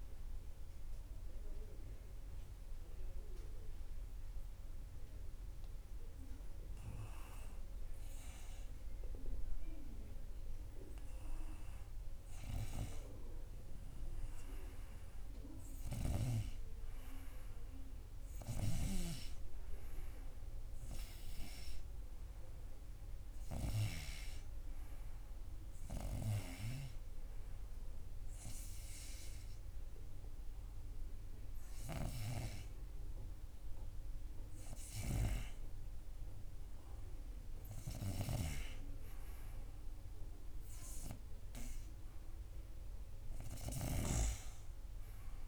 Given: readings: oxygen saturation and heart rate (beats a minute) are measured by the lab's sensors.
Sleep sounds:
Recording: breathing in sleep by a room microphone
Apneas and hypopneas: 1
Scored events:
16.50-21.50 s: arousal
24.50-34.50 s: hypopnea (oxygen 100% before, 98% lowest, heart rate 90 before, 87 extreme, up 8 after)
36.50-41.50 s: arousal
44.00-45.48 s: snoring (device-marked)
From the record:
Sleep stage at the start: N2 (light sleep)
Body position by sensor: on the front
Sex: male

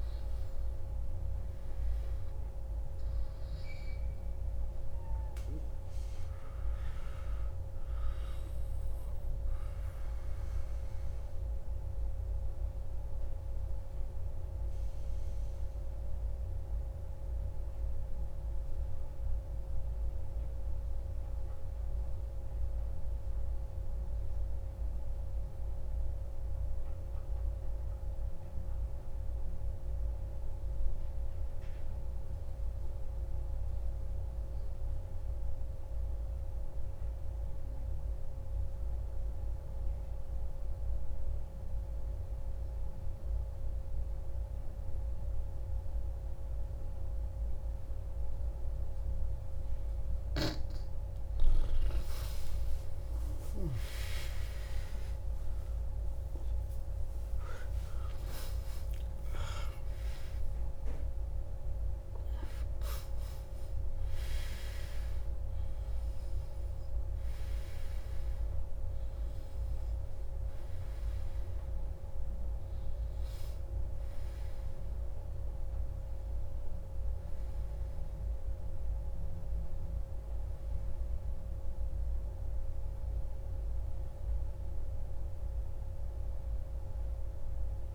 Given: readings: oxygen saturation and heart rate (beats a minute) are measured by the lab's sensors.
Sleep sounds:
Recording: breathing in sleep, hard to hear, by a room microphone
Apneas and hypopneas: 1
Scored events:
0.00-14.50 s: oxygen desaturation (device-marked, oxygen 91% lowest)
4.50-49.00 s: obstructive apnea (oxygen 97% before, 91% lowest)
47.50-79.50 s: oxygen desaturation (device-marked, oxygen 96% before, 91% lowest)
50.50-56.00 s: arousal
52.50-82.50 s: new sleep stage, N1 (lightest sleep)
82.50-87.95 s: new sleep stage, N2 (light sleep)
83.50-87.00 s: arousal
From the record:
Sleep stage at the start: N2 (light sleep)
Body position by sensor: on the back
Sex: male

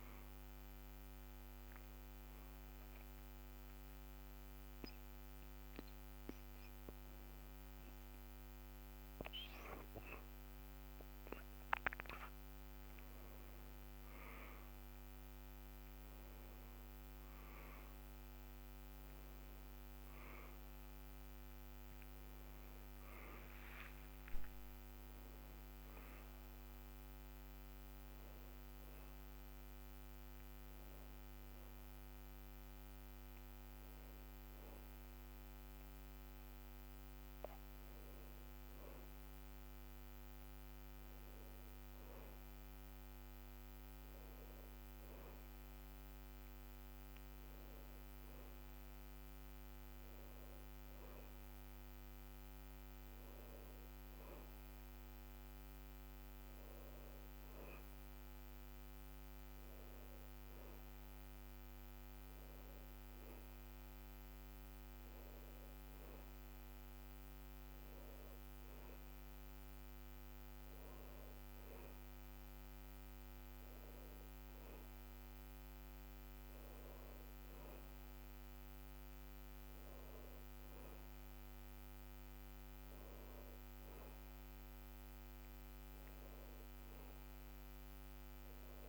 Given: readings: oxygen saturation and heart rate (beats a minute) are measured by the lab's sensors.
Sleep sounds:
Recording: a person partly awake in a sleep study, hard to hear, by a microphone on the trachea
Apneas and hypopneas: none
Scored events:
0.50-88.89 s: new sleep stage, N1 (lightest sleep)
16.50-28.50 s: oxygen desaturation (device-marked, oxygen 96% before, 92% lowest, heart rate 87 before, 84 extreme)
24.00-28.50 s: arousal
From the record:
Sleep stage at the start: awake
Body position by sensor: on the back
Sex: male

